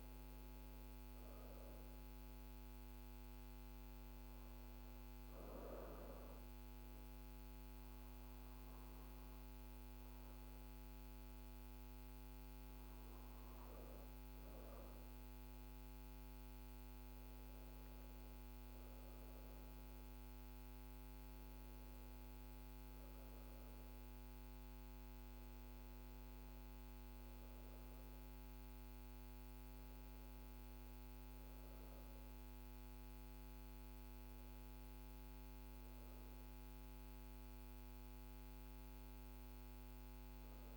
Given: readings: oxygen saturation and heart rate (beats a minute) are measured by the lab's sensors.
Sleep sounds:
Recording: breathing in sleep, hard to hear, by a microphone on the trachea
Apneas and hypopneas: 1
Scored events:
0.00-9.50 s: oxygen desaturation (device-marked, oxygen 91% lowest, heart rate 44 extreme)
1.50-13.50 s: obstructive apnea (oxygen 96% before, 91% lowest, heart rate 55 before, 43 extreme, up 10 after)
16.50-20.50 s: arousal
21.50-39.50 s: oxygen desaturation (device-marked, oxygen 96% before, 92% lowest, heart rate 51 before, 36 extreme)
From the record:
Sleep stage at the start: REM sleep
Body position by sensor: on the back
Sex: female

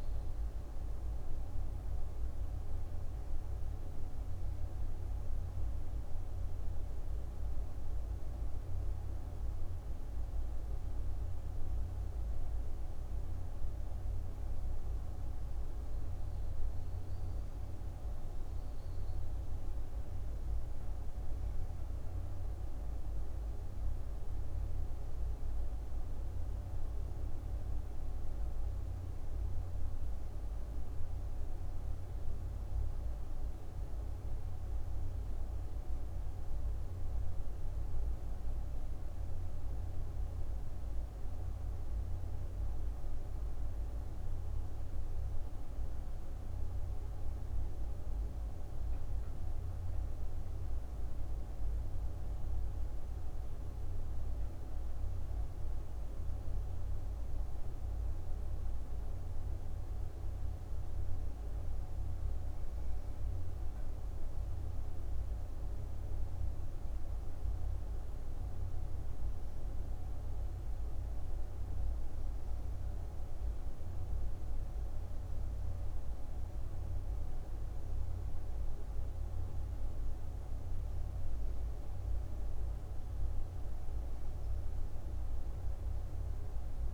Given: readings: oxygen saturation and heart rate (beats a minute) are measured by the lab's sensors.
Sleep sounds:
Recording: breathing in sleep, hard to hear, by a room microphone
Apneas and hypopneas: 1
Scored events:
54.00-59.00 s: arousal
67.00-78.50 s: hypopnea (oxygen 95% before, 92% lowest, heart rate 64 before, 60 extreme, up 6 after)
80.00-85.00 s: arousal
81.50-86.94 s: oxygen desaturation (device-marked, oxygen 95% before, 92% lowest, heart rate 63 before, 61 extreme)
From the record:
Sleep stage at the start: N2 (light sleep)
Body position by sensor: on the back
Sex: female

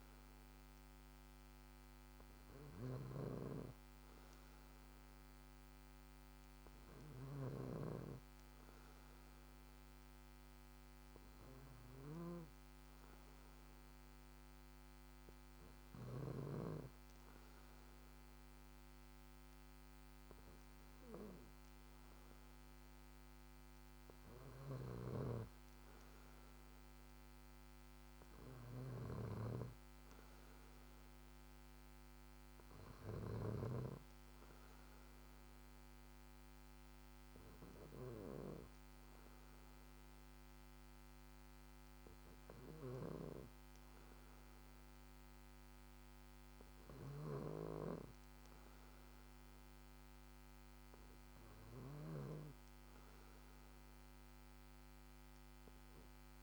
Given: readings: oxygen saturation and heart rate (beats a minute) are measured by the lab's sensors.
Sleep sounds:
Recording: breathing in sleep by a microphone on the trachea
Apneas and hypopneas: none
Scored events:
0.00-16.50 s: snoring (device-marked)
24.50-33.50 s: snoring (device-marked)
47.00-52.50 s: snoring (device-marked)
From the record:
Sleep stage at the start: N2 (light sleep)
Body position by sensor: on the back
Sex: male

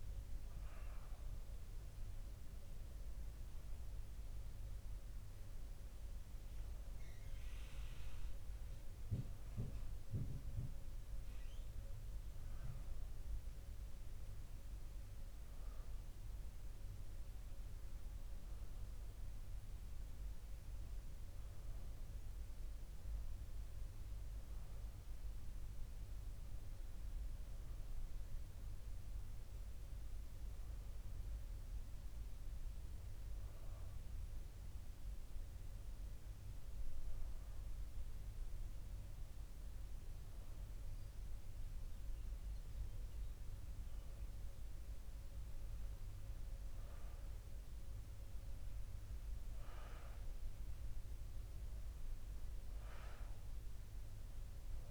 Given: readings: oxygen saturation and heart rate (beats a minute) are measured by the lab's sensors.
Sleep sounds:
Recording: breathing in sleep, hard to hear, by a room microphone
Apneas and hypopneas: none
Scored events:
none scored
From the record:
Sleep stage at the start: N2 (light sleep)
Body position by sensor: on the back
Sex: male

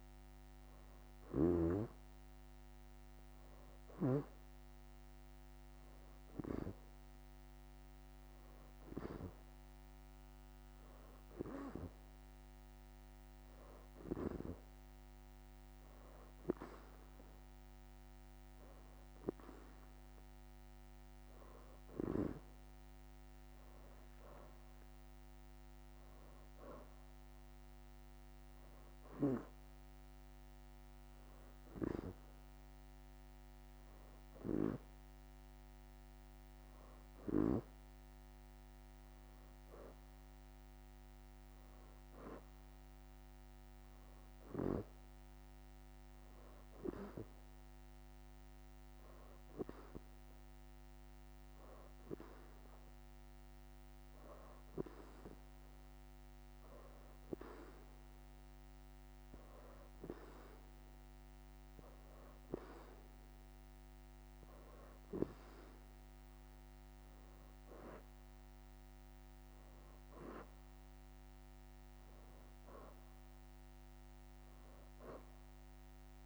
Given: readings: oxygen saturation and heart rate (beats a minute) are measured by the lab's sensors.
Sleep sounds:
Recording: breathing in sleep by a microphone on the trachea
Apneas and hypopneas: 2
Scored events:
9.00-21.50 s: hypopnea (oxygen 93% before, 89% lowest, heart rate 87 before, 83 extreme, up 6 after)
22.50-25.50 s: leg movement (device-marked)
23.50-27.50 s: arousal
42.50-46.50 s: leg movement (device-marked)
49.50-65.50 s: hypopnea (oxygen 92% before, 85% lowest, heart rate 85 before, 81 extreme, up 5 after)
67.50-71.50 s: arousal
70.50-73.50 s: leg movement (device-marked)
From the record:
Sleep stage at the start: N2 (light sleep)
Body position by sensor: on the back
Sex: female

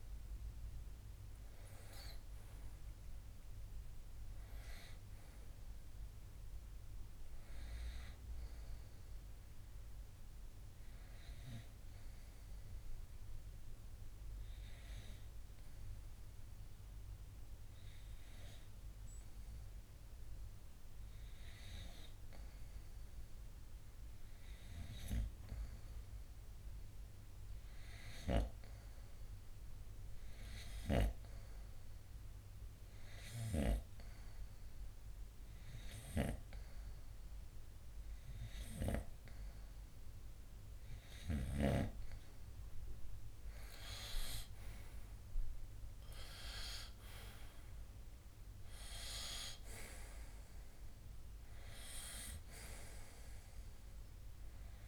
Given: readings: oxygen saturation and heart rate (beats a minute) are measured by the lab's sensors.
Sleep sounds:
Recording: breathing in sleep by a room microphone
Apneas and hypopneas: 1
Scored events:
1.50-5.00 s: arousal
12.00-27.00 s: hypopnea (oxygen 93% before, 91% lowest, heart rate 65 before, 63 extreme, up 5 after)
31.00-35.00 s: arousal
36.00-54.87 s: oxygen desaturation (device-marked, oxygen 97% before, 91% lowest, heart rate 64 before, 62 extreme)
From the record:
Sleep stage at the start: N2 (light sleep)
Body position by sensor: on the front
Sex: male

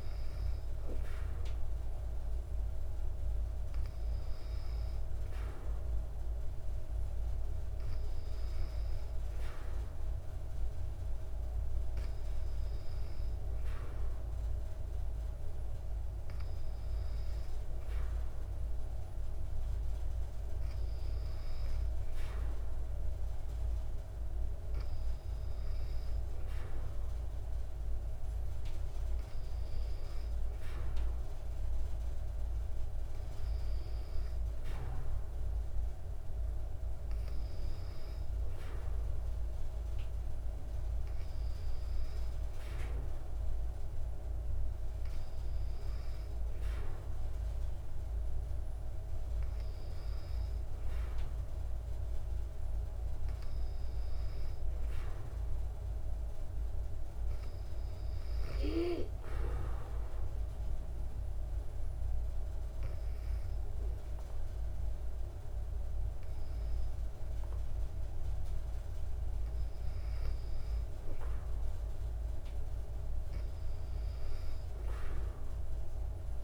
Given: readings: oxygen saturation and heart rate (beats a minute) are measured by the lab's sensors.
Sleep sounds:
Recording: breathing in sleep, hard to hear, by a room microphone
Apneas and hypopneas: none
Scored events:
none scored
From the record:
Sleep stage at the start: N2 (light sleep)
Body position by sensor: on the back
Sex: female

